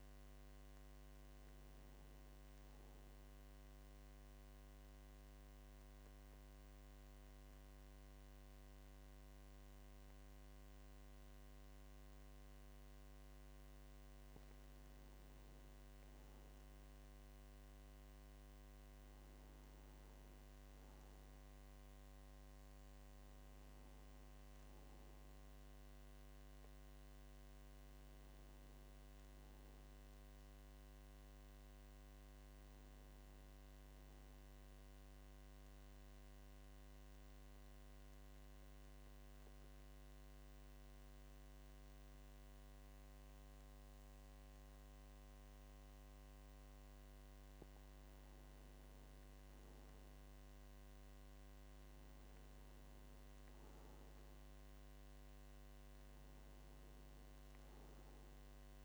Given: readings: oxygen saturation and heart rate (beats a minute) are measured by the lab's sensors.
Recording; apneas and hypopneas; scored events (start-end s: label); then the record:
breathing in sleep, hard to hear, by a microphone on the trachea; 2
3.50-14.50 s: central apnea (oxygen 98% before, 93% lowest, heart rate 52 before, 49 extreme, up 6 after)
19.00-23.50 s: arousal
35.00-47.50 s: obstructive apnea (oxygen 96% before, 93% lowest, heart rate 53 before, 48 extreme, up 8 after)
50.00-54.50 s: arousal
52.00-58.85 s: oxygen desaturation (device-marked, oxygen 96% before, 93% lowest, heart rate 51 before, 49 extreme)
From the record:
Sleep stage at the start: N2 (light sleep); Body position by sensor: on the back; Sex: male